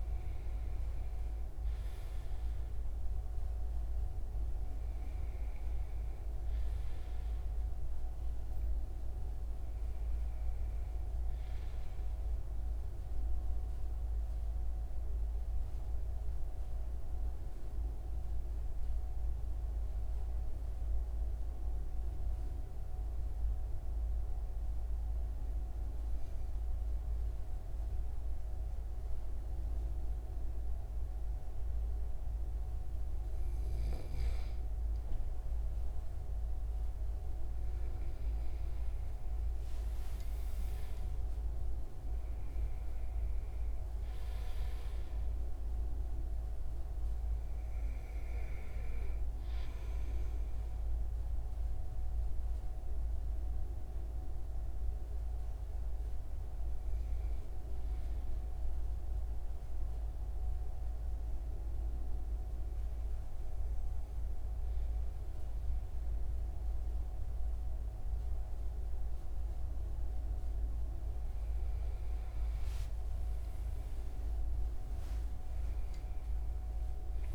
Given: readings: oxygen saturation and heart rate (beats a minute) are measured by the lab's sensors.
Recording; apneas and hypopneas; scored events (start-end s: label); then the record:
breathing in sleep, hard to hear, by a room microphone; 2
0.00-14.00 s: oxygen desaturation (device-marked, oxygen 92% lowest, heart rate 75 extreme)
13.50-31.50 s: mixed apnea (oxygen 96% before, 93% lowest, heart rate 83 before, 76 extreme, up 15 after)
33.00-53.00 s: oxygen desaturation (device-marked, oxygen 97% before, 93% lowest, heart rate 77 before, 74 extreme)
35.50-39.00 s: arousal
51.50-69.50 s: hypopnea (oxygen 97% before, 93% lowest, heart rate 83 before, 74 extreme, up 9 after)
72.00-77.35 s: arousal
From the record:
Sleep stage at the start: N2 (light sleep); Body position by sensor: on the right side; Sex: male